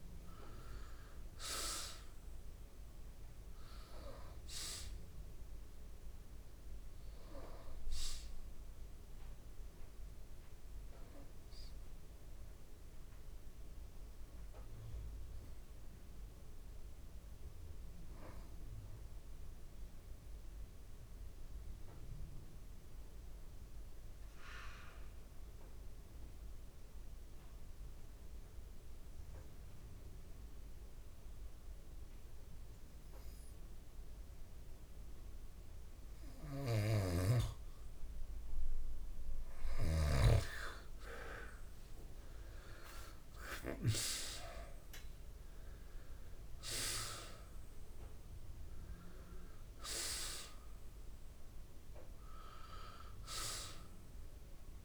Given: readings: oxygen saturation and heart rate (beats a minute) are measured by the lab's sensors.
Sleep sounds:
breathing in sleep by a room microphone; 1
0.00-17.50 s: oxygen desaturation (device-marked, oxygen 88% lowest)
17.00-37.50 s: mixed apnea (oxygen 95% before, 87% lowest)
32.50-54.85 s: oxygen desaturation (device-marked, oxygen 98% before, 87% lowest)
42.00-46.50 s: arousal
From the record:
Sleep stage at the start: N2 (light sleep); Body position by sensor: on the back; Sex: male

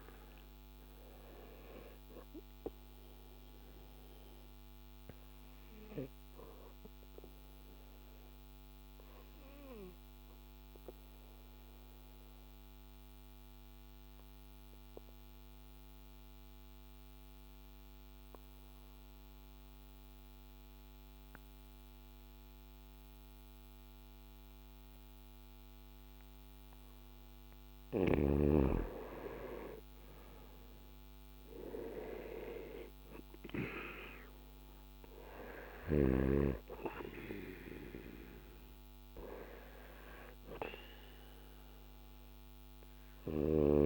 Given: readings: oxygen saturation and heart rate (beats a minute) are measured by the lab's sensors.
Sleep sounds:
breathing in sleep by a microphone on the trachea; 1
5.00-27.50 s: obstructive apnea (oxygen 94% before, 91% lowest, heart rate 66 before, 55 extreme, up 6 after)
30.00-34.00 s: arousal
From the record:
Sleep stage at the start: N2 (light sleep); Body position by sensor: on the back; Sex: male

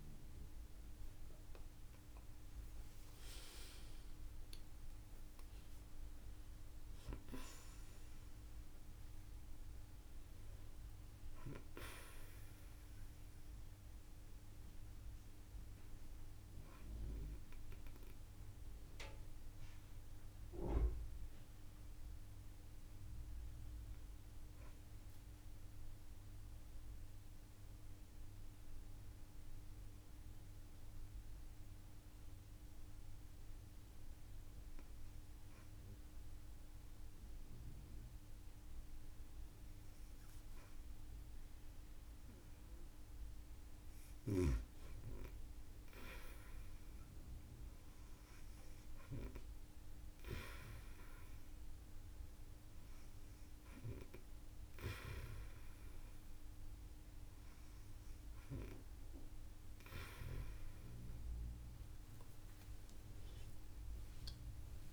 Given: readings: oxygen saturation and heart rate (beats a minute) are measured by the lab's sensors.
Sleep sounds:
breathing in sleep by a room microphone; 1
8.50-12.50 s: arousal
17.50-40.50 s: hypopnea (oxygen 95% before, 93% lowest)
44.50-48.50 s: arousal
From the record:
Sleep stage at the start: N2 (light sleep); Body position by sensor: on the right side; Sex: female

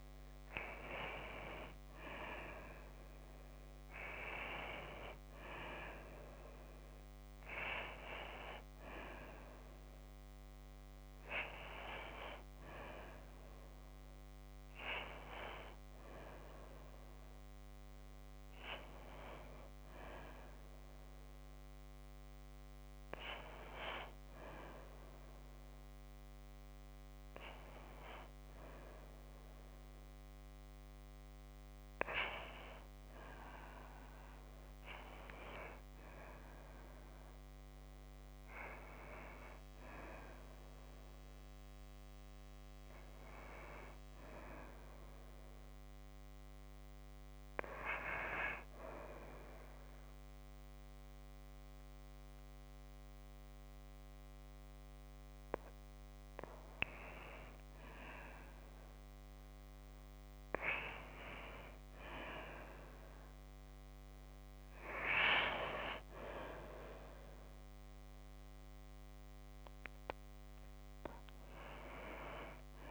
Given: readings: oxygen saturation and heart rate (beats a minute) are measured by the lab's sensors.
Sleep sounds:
breathing in sleep by a microphone on the trachea; 1
42.50-61.50 s: oxygen desaturation (device-marked, oxygen 96% before, 93% lowest, heart rate 66 before, 54 extreme)
45.00-57.50 s: hypopnea (oxygen 96% before, 93% lowest, heart rate 67 before, 54 extreme, up 10 after)
62.50-65.50 s: arousal
From the record:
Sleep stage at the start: N2 (light sleep); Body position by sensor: on the back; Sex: female

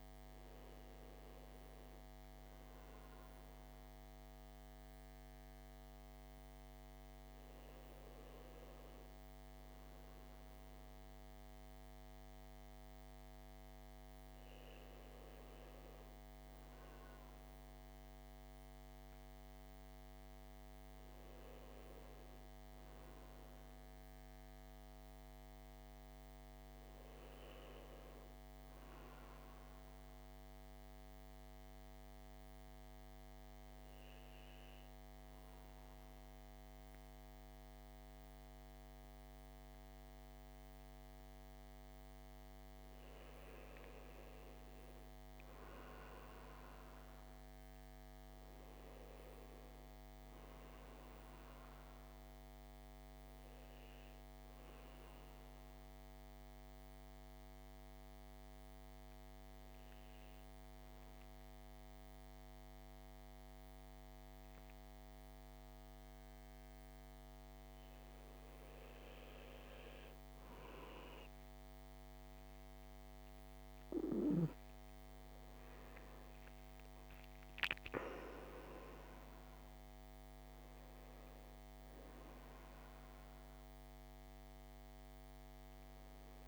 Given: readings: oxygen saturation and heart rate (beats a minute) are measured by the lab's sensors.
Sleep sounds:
breathing in sleep, hard to hear, by a microphone on the trachea; 2
23.00-86.48 s: new sleep stage, N2 (light sleep)
29.50-43.00 s: mixed apnea (oxygen 98% before, 92% lowest, heart rate 61 before, 55 extreme, up 7 after)
46.50-50.00 s: arousal
53.00-66.00 s: oxygen desaturation (device-marked, oxygen 97% before, 93% lowest, heart rate 59 before, 56 extreme)
54.00-68.50 s: mixed apnea (oxygen 97% before, 92% lowest, heart rate 59 before, 56 extreme, up 4 after)
73.50-77.50 s: arousal
79.00-86.48 s: oxygen desaturation (device-marked, oxygen 97% before, 92% lowest, heart rate 59 before, 56 extreme)
From the record:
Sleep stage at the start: N1 (lightest sleep); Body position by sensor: on the back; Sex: male

